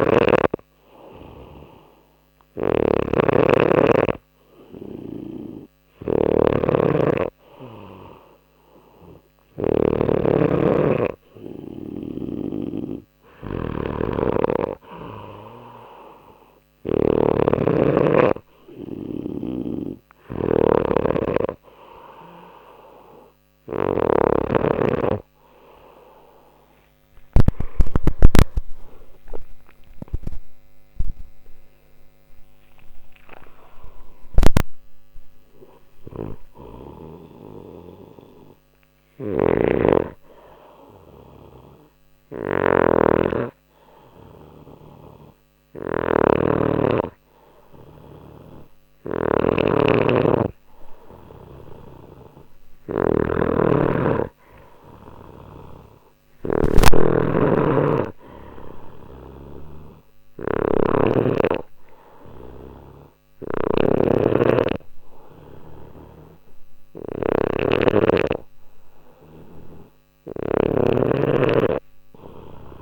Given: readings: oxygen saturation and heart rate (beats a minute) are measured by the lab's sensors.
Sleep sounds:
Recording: breathing in sleep by a microphone on the trachea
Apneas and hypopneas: none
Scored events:
0.00-9.50 s: snoring (device-marked)
19.00-24.00 s: snoring (device-marked)
28.00-33.50 s: arousal
32.50-41.50 s: oxygen desaturation (device-marked, oxygen 93% before, 90% lowest, heart rate 64 before, 59 extreme)
39.00-72.82 s: snoring (device-marked)
From the record:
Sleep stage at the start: N2 (light sleep)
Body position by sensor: on the back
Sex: male

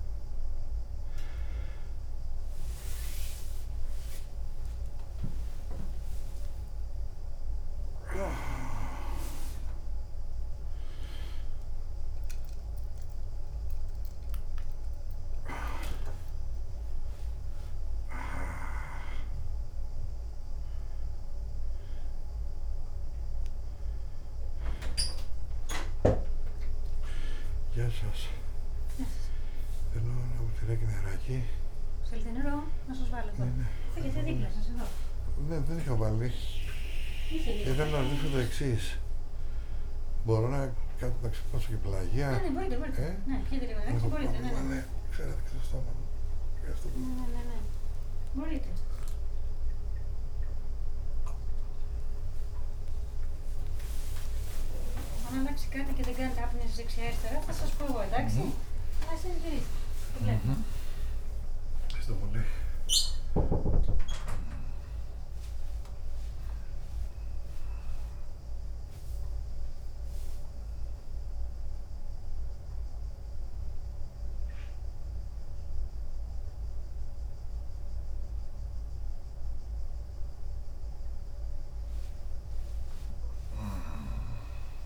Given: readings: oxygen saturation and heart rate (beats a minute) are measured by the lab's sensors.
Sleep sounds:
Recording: a person awake in a sleep study, by a room microphone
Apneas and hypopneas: none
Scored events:
0.00-11.00 s: drop in pulse transit time (device-marked, heart rate 90 extreme)
9.00-15.00 s: tachycardia (device-marked, heart rate 88 before, 103 extreme)
25.00-38.00 s: oxygen desaturation (device-marked, oxygen 92% before, 67% lowest, heart rate 98 before, 84 extreme)
31.00-34.50 s: snoring (device-marked)
41.50-45.00 s: snoring (device-marked)
49.00-51.00 s: long interval between heartbeats (device-marked, heart rate 89 before, 84 extreme)
52.00-65.00 s: tachycardia (device-marked, heart rate 88 before, 129 extreme)
60.00-73.00 s: drop in pulse transit time (device-marked, heart rate 98 before, 92 extreme)
From the record:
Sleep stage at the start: awake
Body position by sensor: on the back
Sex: male

